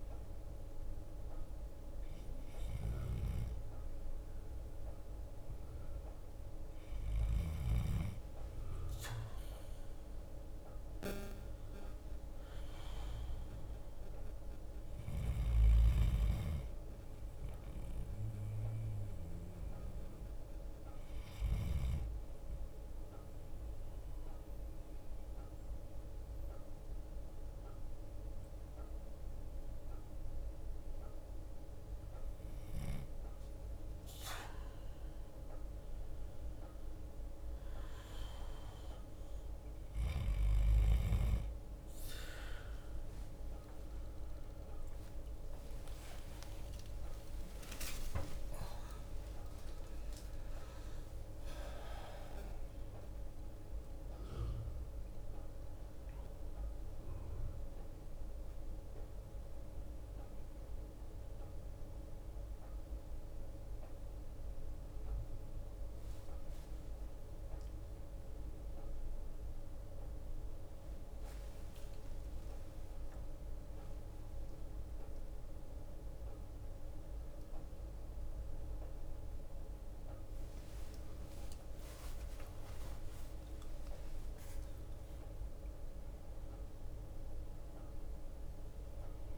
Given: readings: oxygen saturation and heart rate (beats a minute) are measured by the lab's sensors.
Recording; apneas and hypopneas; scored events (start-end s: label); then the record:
breathing in sleep by a room microphone; 1
0.00-42.50 s: bradycardia (device-marked)
23.00-34.00 s: mixed apnea (oxygen 94% before, 91% lowest, heart rate 55 before, 53 extreme, up 5 after)
43.50-53.50 s: drop in pulse transit time (device-marked, heart rate 55 before, 56 extreme)
46.00-51.50 s: arousal
46.50-48.50 s: long interval between heartbeats (device-marked, heart rate 56 before, 69 extreme)
47.50-78.50 s: bradycardia (device-marked)
51.00-53.00 s: long interval between heartbeats (device-marked, heart rate 60 before, 58 extreme)
73.50-85.50 s: drop in pulse transit time (device-marked)
81.50-83.50 s: long interval between heartbeats (device-marked, heart rate 41 before, 79 extreme)
81.50-84.50 s: tachycardia (device-marked, heart rate 54 before, 97 extreme)
85.00-87.00 s: long interval between heartbeats (device-marked, heart rate 46 before, 107 extreme)
From the record:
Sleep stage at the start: N2 (light sleep); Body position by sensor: on the back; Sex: male